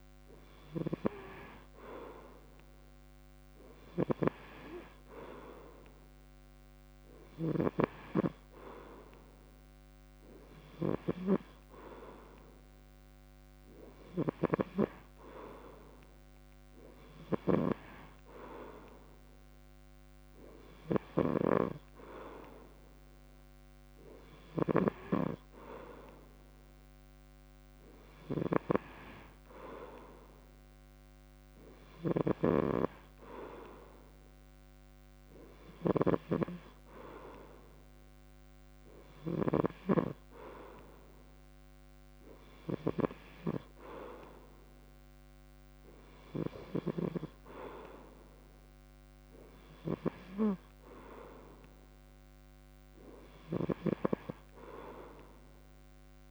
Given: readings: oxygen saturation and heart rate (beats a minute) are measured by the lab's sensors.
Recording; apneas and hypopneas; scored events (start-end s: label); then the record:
breathing in sleep by a microphone on the trachea; none
3.50-39.50 s: snoring (device-marked)
From the record:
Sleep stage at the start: N3 (deep sleep); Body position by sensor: on the back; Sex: male